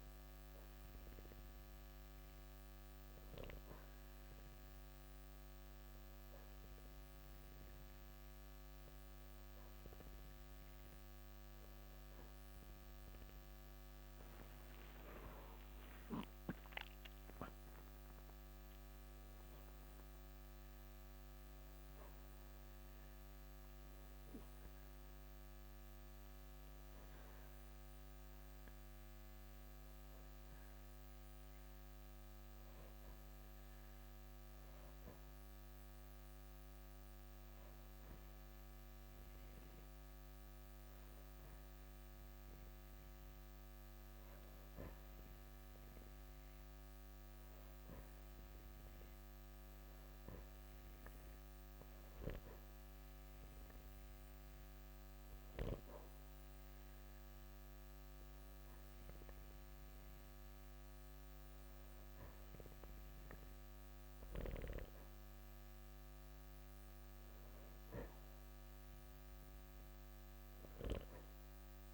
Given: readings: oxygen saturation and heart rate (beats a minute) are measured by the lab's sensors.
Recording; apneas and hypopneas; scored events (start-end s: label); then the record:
breathing in sleep, hard to hear, by a microphone on the trachea; 2
0.00-12.00 s: oxygen desaturation (device-marked, oxygen 92% lowest, heart rate 54 extreme)
3.00-14.00 s: obstructive apnea (oxygen 95% before, 92% lowest, heart rate 82 before, 54 extreme, up 39 after)
15.00-19.00 s: arousal
28.00-39.00 s: hypopnea (oxygen 94% before, 92% lowest, heart rate 67 before, 55 extreme, up 0 after)
41.50-45.50 s: arousal
From the record:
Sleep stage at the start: N2 (light sleep); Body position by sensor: on the back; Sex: male